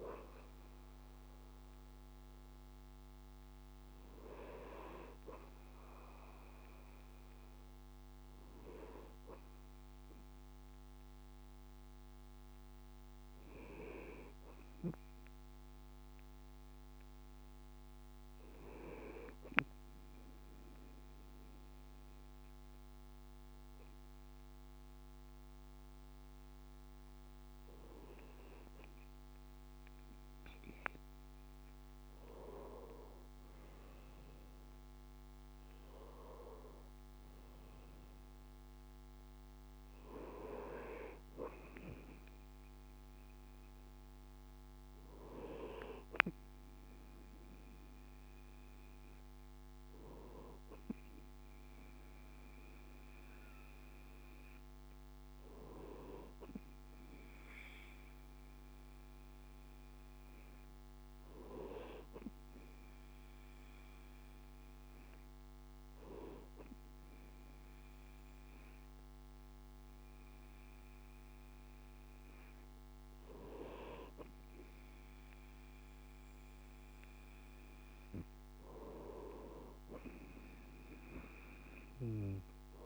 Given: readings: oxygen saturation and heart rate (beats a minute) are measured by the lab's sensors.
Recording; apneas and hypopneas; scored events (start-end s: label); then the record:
breathing in sleep by a microphone on the trachea; none
none scored
From the record:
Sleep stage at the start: N2 (light sleep); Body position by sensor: on the right side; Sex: male